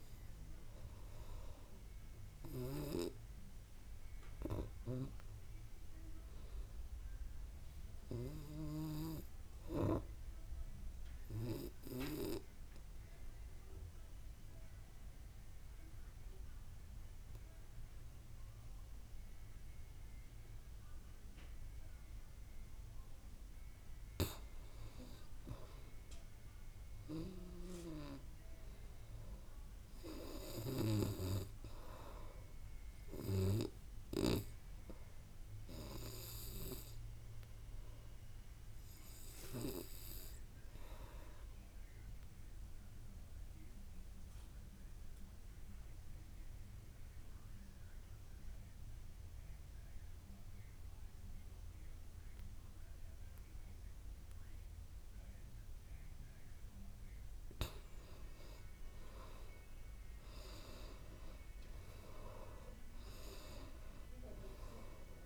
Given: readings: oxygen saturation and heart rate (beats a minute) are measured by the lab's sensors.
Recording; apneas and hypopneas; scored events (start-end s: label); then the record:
breathing in sleep by a room microphone; 2
12.00-24.50 s: obstructive apnea (oxygen 98% before, 84% lowest, heart rate 57 before, 56 extreme, up 7 after)
27.00-30.50 s: arousal
30.50-52.50 s: oxygen desaturation (device-marked, oxygen 95% before, 88% lowest, heart rate 58 before, 57 extreme)
42.00-57.00 s: obstructive apnea (oxygen 95% before, 84% lowest, heart rate 61 before, 53 extreme, up 9 after)
59.00-63.00 s: arousal
From the record:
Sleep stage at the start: N2 (light sleep); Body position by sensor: on the back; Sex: male